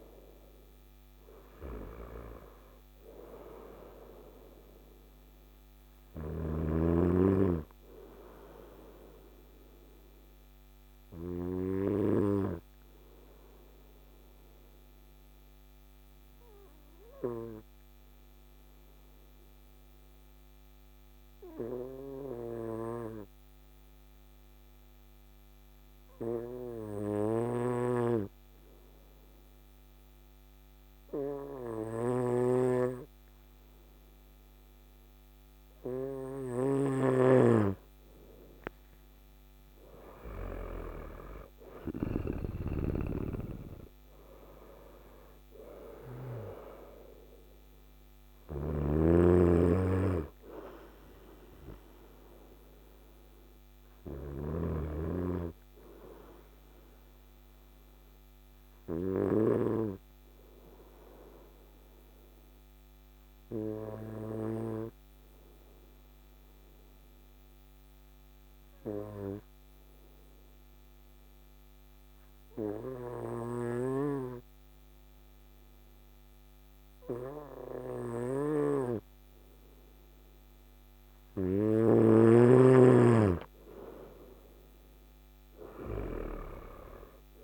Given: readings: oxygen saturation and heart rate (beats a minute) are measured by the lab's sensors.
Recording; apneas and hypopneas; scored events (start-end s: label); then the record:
breathing in sleep by a microphone on the trachea; 2
0.00-5.50 s: oxygen desaturation (device-marked, oxygen 96% lowest, heart rate 53 extreme)
9.00-36.00 s: obstructive apnea (oxygen 99% before, 93% lowest, heart rate 58 before, 53 extreme, up 7 after)
35.50-64.50 s: oxygen desaturation (device-marked, oxygen 98% before, 93% lowest, heart rate 53 before, 53 extreme)
36.00-54.00 s: snoring (device-marked)
38.00-42.50 s: arousal
52.00-81.50 s: obstructive apnea (oxygen 98% before, 93% lowest, heart rate 57 before, 53 extreme, up 8 after)
83.00-87.44 s: arousal
From the record:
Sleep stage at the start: N2 (light sleep); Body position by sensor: on the right side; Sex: male